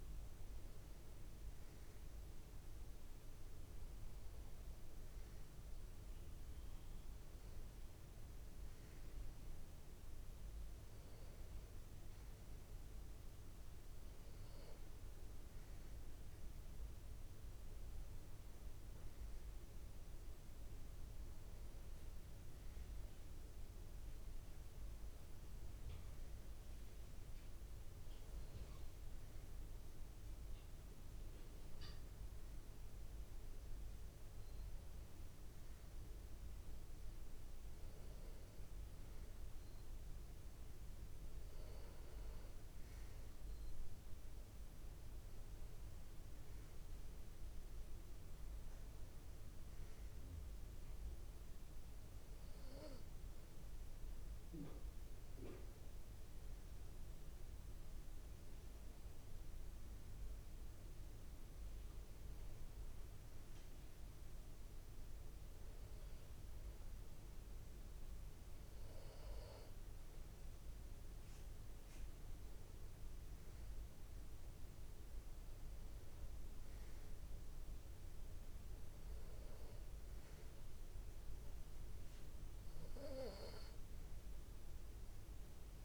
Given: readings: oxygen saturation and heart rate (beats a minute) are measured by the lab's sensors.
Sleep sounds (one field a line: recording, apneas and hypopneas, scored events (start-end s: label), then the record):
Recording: breathing in sleep, hard to hear, by a room microphone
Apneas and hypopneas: none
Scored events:
71.50-85.85 s: new sleep stage, N2 (light sleep)
From the record:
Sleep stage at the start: N1 (lightest sleep)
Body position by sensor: on the back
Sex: male